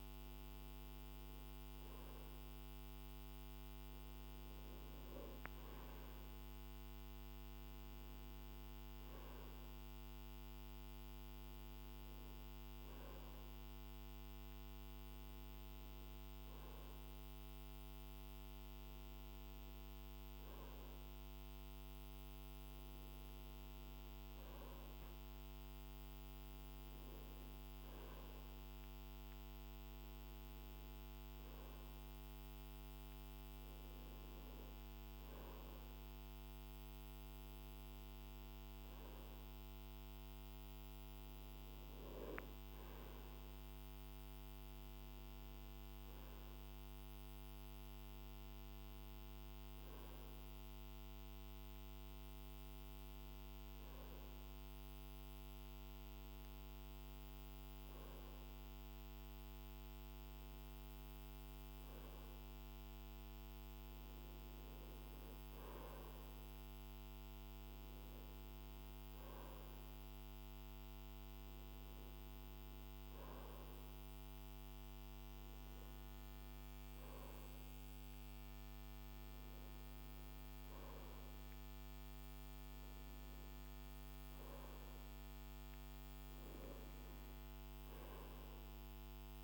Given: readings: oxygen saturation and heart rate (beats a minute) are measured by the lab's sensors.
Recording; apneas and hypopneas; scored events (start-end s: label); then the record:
breathing in sleep, hard to hear, by a microphone on the trachea; none
none scored
From the record:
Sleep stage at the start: N2 (light sleep); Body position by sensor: on the right side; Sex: male